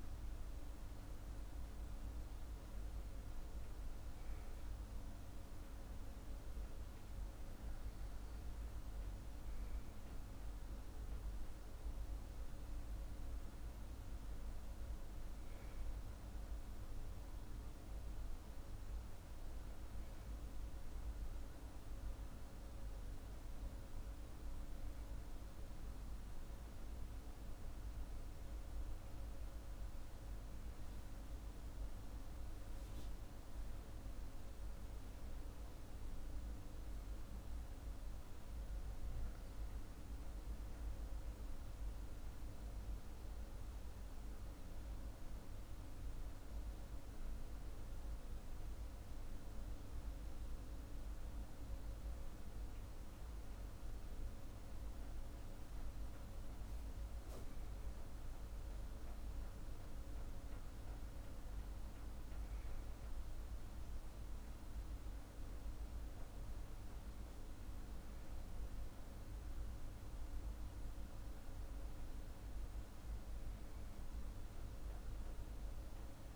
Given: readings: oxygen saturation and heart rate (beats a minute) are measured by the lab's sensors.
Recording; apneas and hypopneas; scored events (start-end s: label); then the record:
breathing in sleep, hard to hear, by a room microphone; none
none scored
From the record:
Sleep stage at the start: N2 (light sleep); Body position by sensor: on the back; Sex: male